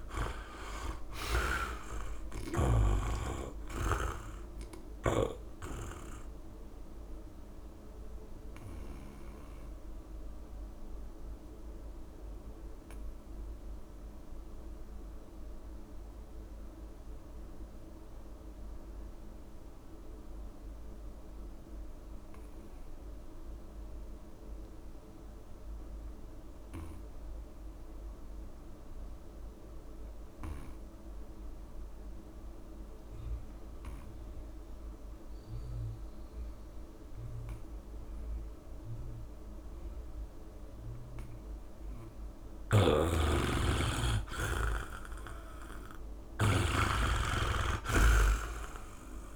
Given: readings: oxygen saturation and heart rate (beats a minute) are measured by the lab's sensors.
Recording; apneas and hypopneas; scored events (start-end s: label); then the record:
breathing in sleep by a room microphone; 1
0.00-1.50 s: snoring (device-marked)
0.00-2.00 s: long interval between heartbeats (device-marked, heart rate 65 before, 63 extreme)
0.00-19.50 s: oxygen desaturation (device-marked, oxygen 78% lowest, heart rate 37 extreme)
3.50-9.00 s: snoring (device-marked)
4.00-6.00 s: long interval between heartbeats (device-marked, heart rate 64 before, 37 extreme)
8.50-42.50 s: obstructive apnea (oxygen 98% before, 78% lowest, heart rate 59 before, 37 extreme, up 12 after)
16.00-18.00 s: long interval between heartbeats (device-marked, heart rate 58 before, 67 extreme)
35.50-49.36 s: oxygen desaturation (device-marked, oxygen 99% before, 78% lowest, heart rate 64 before, 36 extreme)
42.50-49.36 s: snoring (device-marked)
43.00-45.00 s: long interval between heartbeats (device-marked, heart rate 66 before, 75 extreme)
45.50-49.36 s: arousal
46.50-48.50 s: long interval between heartbeats (device-marked, heart rate 68 before, 73 extreme)
From the record:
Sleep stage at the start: N2 (light sleep); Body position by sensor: on the back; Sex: male